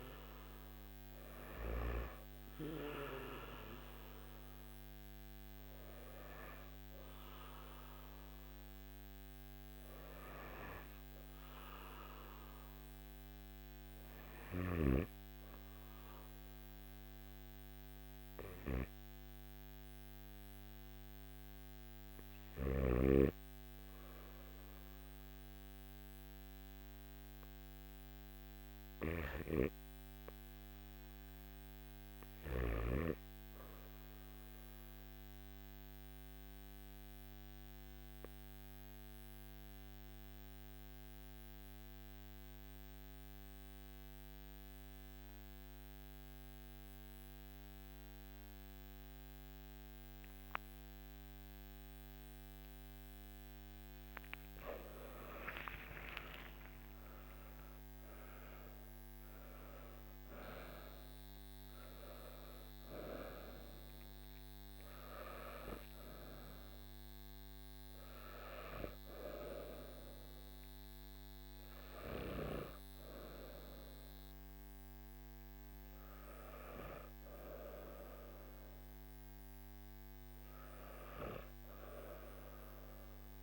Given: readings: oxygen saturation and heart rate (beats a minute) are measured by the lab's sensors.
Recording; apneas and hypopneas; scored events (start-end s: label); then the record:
breathing in sleep by a microphone on the trachea; 1
33.50-52.00 s: obstructive apnea (oxygen 99% before, 94% lowest, heart rate 51 before, 47 extreme, up 16 after)
35.00-44.00 s: oxygen desaturation (device-marked, oxygen 98% before, 96% lowest, heart rate 51 before, 47 extreme)
40.00-83.42 s: new sleep stage, N2 (light sleep)
From the record:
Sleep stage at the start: N3 (deep sleep); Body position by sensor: on the back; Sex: male